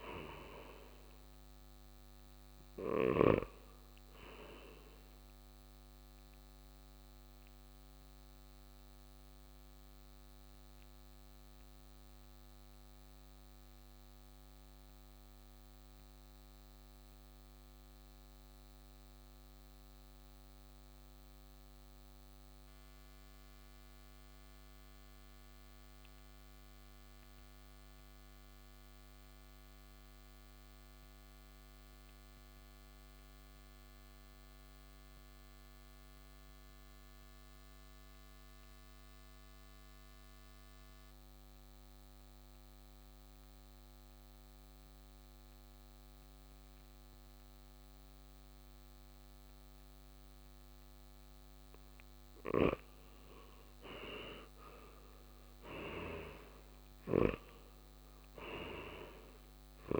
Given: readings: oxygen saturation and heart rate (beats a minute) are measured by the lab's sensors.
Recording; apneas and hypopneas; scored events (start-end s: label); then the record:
breathing in sleep by a microphone on the trachea; 1
0.00-3.50 s: snoring (device-marked)
0.00-21.50 s: oxygen desaturation (device-marked, oxygen 85% lowest, heart rate 54 extreme)
7.00-51.00 s: mixed apnea (oxygen 96% before, 84% lowest, heart rate 63 before, 54 extreme, up 7 after)
36.50-60.00 s: oxygen desaturation (device-marked, oxygen 99% before, 84% lowest, heart rate 56 before, 54 extreme)
54.00-59.00 s: arousal
57.00-60.00 s: snoring (device-marked)
From the record:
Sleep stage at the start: N2 (light sleep); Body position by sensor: on the right side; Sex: male